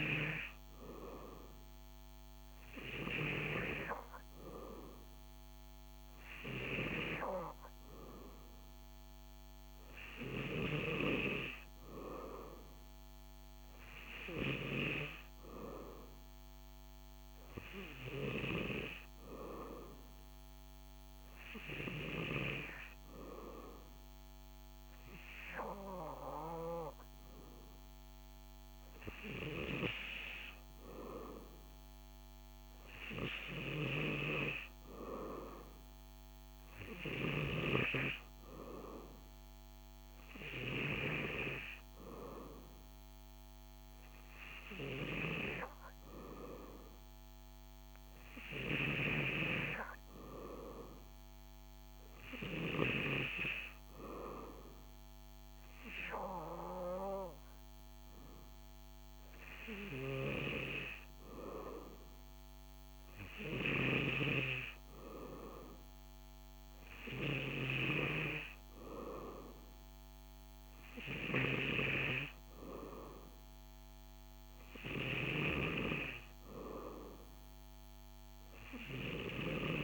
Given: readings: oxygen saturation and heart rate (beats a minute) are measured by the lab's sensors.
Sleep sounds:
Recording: breathing in sleep by a microphone on the trachea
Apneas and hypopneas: none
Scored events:
0.50-79.84 s: new sleep stage, N3 (deep sleep)
From the record:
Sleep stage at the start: N2 (light sleep)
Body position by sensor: on the back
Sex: male

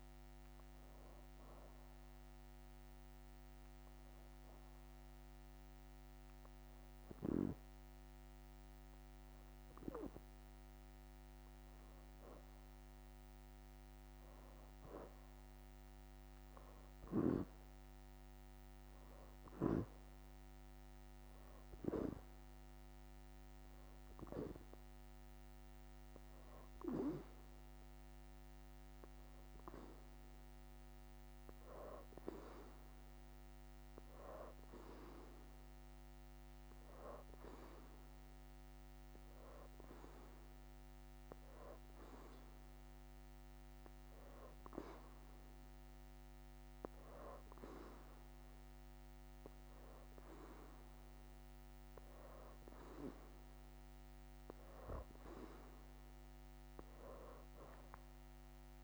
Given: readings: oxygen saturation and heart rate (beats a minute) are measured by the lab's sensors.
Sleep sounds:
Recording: breathing in sleep by a microphone on the trachea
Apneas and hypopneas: 1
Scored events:
0.00-13.00 s: oxygen desaturation (device-marked, oxygen 89% lowest, heart rate 82 extreme)
23.00-30.00 s: oxygen desaturation (device-marked, oxygen 94% before, 89% lowest, heart rate 83 before, 83 extreme)
28.50-53.50 s: hypopnea (oxygen 94% before, 87% lowest, heart rate 83 before, 81 extreme, up 5 after)
32.50-34.00 s: leg movement (device-marked)
35.50-40.50 s: leg movement (device-marked)
38.00-47.00 s: oxygen desaturation (device-marked, oxygen 92% before, 88% lowest, heart rate 84 before, 82 extreme)
41.50-43.50 s: leg movement (device-marked)
46.50-53.00 s: leg movement (device-marked)
54.50-58.84 s: leg movement (device-marked)
From the record:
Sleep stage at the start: N2 (light sleep)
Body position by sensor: on the back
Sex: female

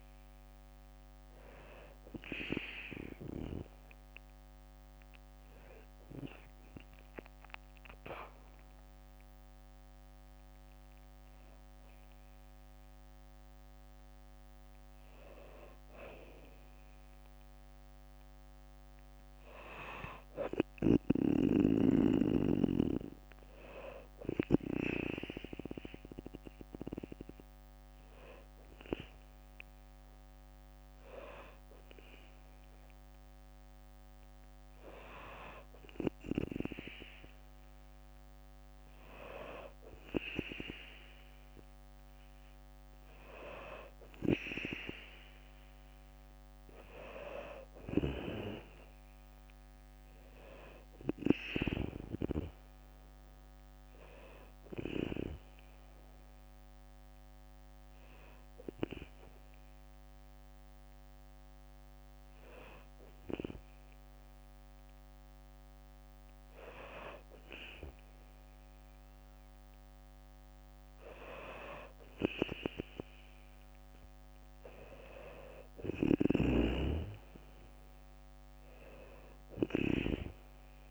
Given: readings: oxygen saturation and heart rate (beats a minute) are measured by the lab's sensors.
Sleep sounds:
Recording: breathing in sleep by a microphone on the trachea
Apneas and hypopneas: 1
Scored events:
0.00-5.50 s: oxygen desaturation (device-marked, oxygen 93% lowest, heart rate 58 extreme)
0.00-17.50 s: drop in pulse transit time (device-marked, heart rate 58 extreme)
3.00-13.50 s: hypopnea (oxygen 96% before, 93% lowest, heart rate 66 before, 58 extreme, up 0 after)
11.50-18.50 s: bradycardia (device-marked, heart rate 64 before, 58 extreme)
17.50-21.50 s: arousal
48.50-61.50 s: drop in pulse transit time (device-marked, heart rate 61 before, 60 extreme)
58.50-63.50 s: bradycardia (device-marked, heart rate 64 before, 59 extreme)
74.50-78.50 s: arousal
From the record:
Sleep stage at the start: N2 (light sleep)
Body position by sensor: on the back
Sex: female

